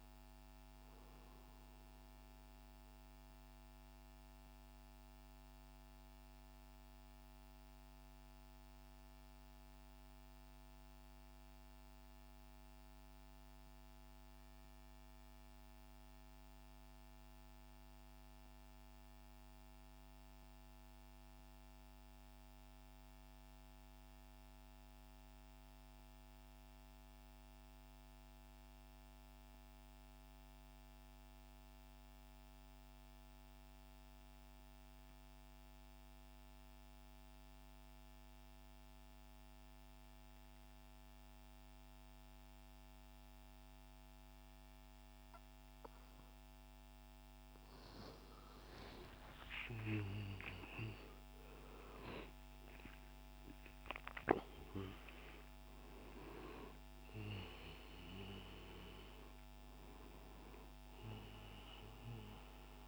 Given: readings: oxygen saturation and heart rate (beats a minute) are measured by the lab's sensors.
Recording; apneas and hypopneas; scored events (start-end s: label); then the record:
breathing in sleep by a microphone on the trachea; 1
0.00-11.50 s: oxygen desaturation (device-marked, oxygen 90% lowest, heart rate 39 extreme)
1.50-47.00 s: mixed apnea (oxygen 97% before, 87% lowest, heart rate 72 before, 37 extreme, up 48 after)
29.50-62.88 s: oxygen desaturation (device-marked, oxygen 99% before, 87% lowest, heart rate 103 before, 37 extreme)
49.00-54.00 s: arousal
From the record:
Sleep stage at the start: N2 (light sleep); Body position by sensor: on the back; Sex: male